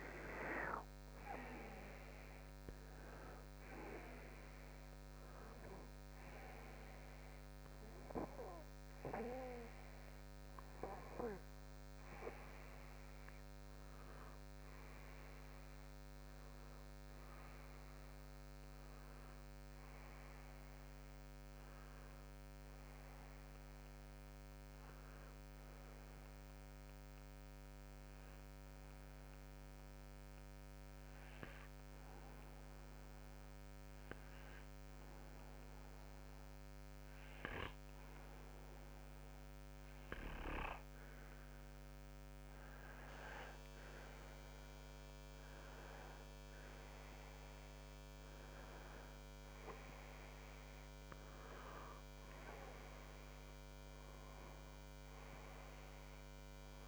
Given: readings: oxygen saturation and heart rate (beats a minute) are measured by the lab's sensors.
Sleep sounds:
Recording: breathing in sleep by a microphone on the trachea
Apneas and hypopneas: 1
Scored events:
25.50-42.00 s: hypopnea (oxygen 93% before, 90% lowest, heart rate 65 before, 59 extreme, up 4 after)
45.50-50.50 s: arousal
From the record:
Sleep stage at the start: N2 (light sleep)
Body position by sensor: on the right side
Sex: male

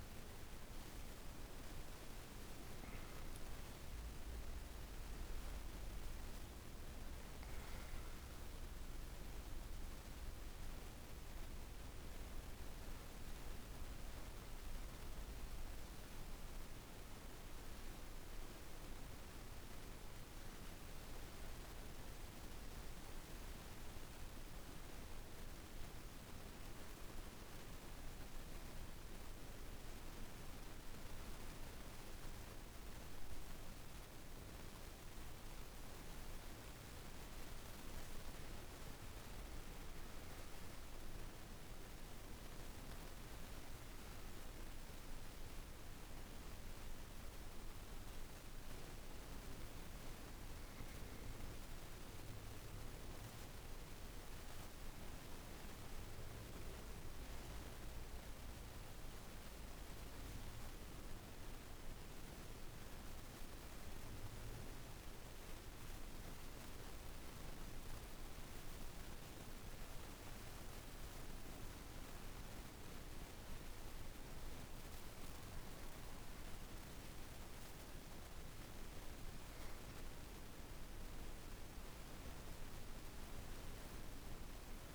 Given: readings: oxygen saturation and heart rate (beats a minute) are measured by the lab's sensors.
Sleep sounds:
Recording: breathing in sleep, hard to hear, by a room microphone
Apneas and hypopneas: 2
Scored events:
0.00-6.50 s: oxygen desaturation (device-marked, oxygen 89% lowest)
11.50-15.00 s: arousal
17.50-36.50 s: obstructive apnea (oxygen 98% before, 85% lowest, heart rate 53 before, 49 extreme, up 4 after)
31.50-59.50 s: oxygen desaturation (device-marked, oxygen 98% before, 85% lowest, heart rate 50 before, 50 extreme)
39.00-44.00 s: arousal
54.50-76.50 s: obstructive apnea (oxygen 98% before, 85% lowest, heart rate 54 before, 49 extreme, up 0 after)
76.50-84.95 s: oxygen desaturation (device-marked, oxygen 98% before, 91% lowest, heart rate 53 before, 49 extreme)
79.00-84.00 s: arousal
From the record:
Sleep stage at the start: N2 (light sleep)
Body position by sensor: on the back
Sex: female

